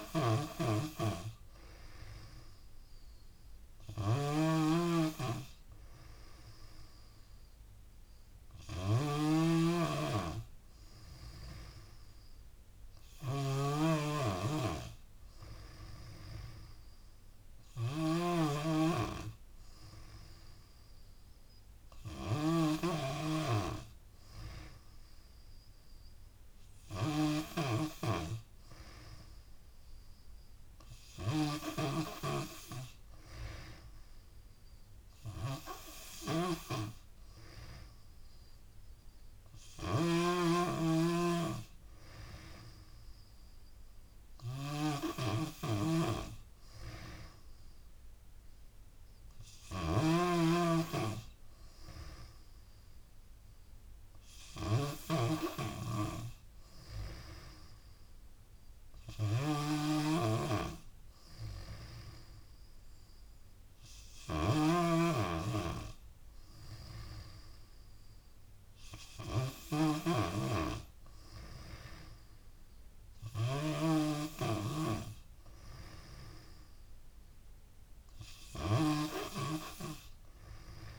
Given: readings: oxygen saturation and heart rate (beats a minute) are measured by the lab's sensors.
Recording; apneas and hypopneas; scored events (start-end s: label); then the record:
breathing in sleep by a room microphone; none
0.00-80.99 s: snoring (device-marked)
From the record:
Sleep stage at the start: N3 (deep sleep); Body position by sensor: on the back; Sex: female